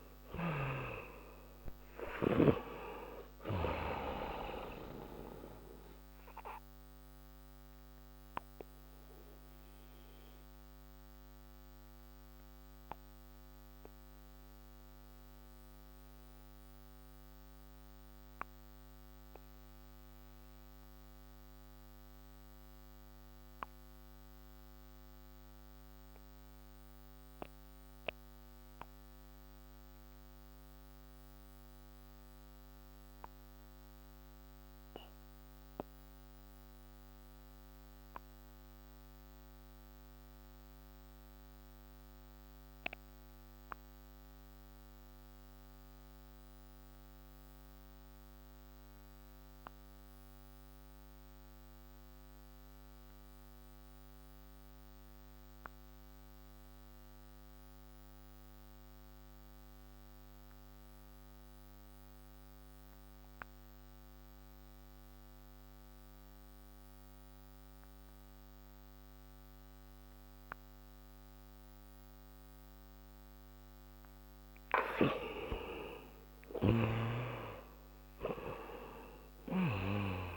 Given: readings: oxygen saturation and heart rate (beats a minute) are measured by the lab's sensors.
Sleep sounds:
breathing in sleep by a microphone on the trachea; 1
0.00-31.00 s: oxygen desaturation (device-marked, oxygen 72% lowest)
4.50-74.00 s: obstructive apnea (oxygen 96% before, 65% lowest)
46.00-80.37 s: oxygen desaturation (device-marked, oxygen 98% before, 65% lowest)
75.00-79.50 s: arousal
From the record:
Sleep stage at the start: REM sleep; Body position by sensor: on the back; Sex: male

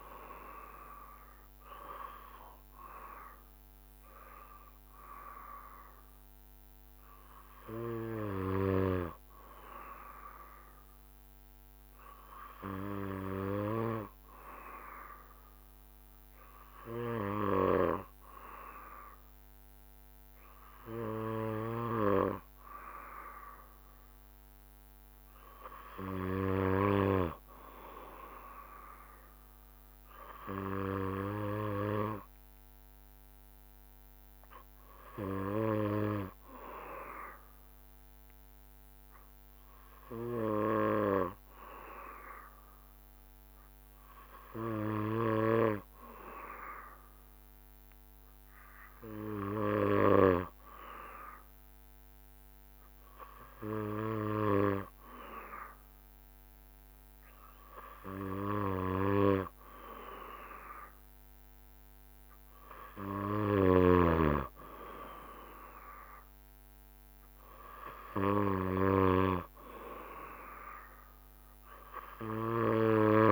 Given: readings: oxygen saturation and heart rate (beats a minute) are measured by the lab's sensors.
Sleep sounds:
breathing in sleep by a microphone on the trachea; 2
5.00-8.50 s: arousal
11.00-23.50 s: obstructive apnea (oxygen 96% before, 93% lowest, heart rate 67 before, 65 extreme, up 6 after)
26.00-29.50 s: arousal
36.50-51.50 s: hypopnea (oxygen 96% before, 93% lowest, heart rate 69 before, 66 extreme, up 1 after)
55.50-58.50 s: arousal
From the record:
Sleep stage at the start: N2 (light sleep); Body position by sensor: on the back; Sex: male

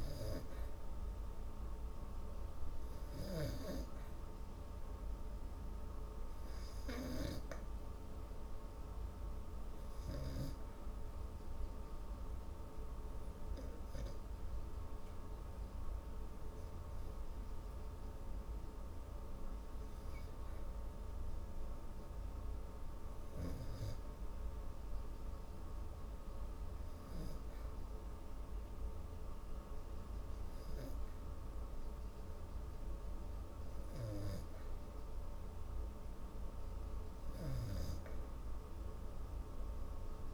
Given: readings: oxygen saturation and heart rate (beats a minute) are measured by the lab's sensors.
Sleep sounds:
breathing in sleep by a room microphone; 1
4.00-17.50 s: hypopnea (oxygen 93% before, 88% lowest)
20.00-23.00 s: arousal
From the record:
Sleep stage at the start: N2 (light sleep); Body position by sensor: on the back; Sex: female

